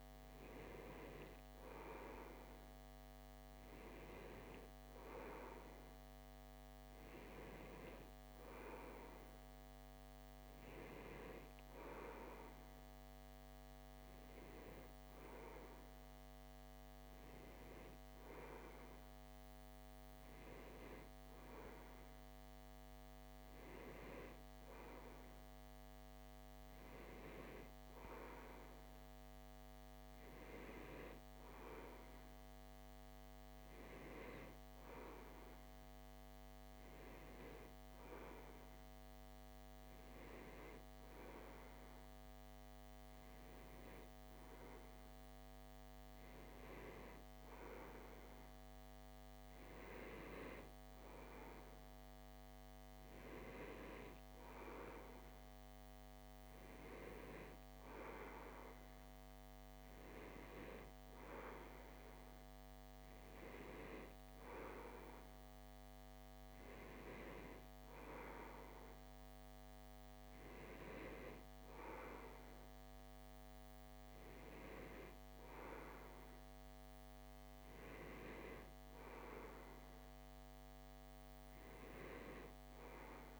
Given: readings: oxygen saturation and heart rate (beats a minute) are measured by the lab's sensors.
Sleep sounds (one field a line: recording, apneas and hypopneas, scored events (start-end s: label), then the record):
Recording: breathing in sleep by a microphone on the trachea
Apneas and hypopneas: none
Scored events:
77.50-82.00 s: arousal
From the record:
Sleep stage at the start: REM sleep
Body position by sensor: on the left side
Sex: male